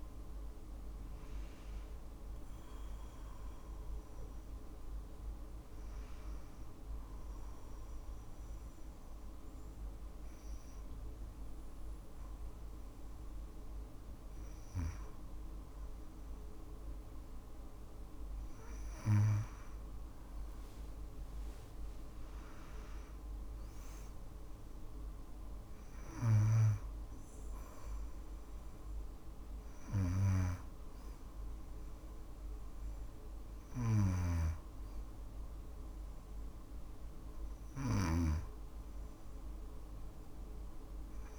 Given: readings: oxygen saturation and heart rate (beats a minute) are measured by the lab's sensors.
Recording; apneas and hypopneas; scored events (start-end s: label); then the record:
breathing in sleep by a room microphone; 1
6.00-16.00 s: hypopnea (oxygen 97% before, 94% lowest, heart rate 61 before, 55 extreme, up 4 after)
19.00-22.50 s: arousal
27.50-41.39 s: new sleep stage, N2 (light sleep)
29.00-37.50 s: snoring (device-marked)
From the record:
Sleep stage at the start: N1 (lightest sleep); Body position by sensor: on the back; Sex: female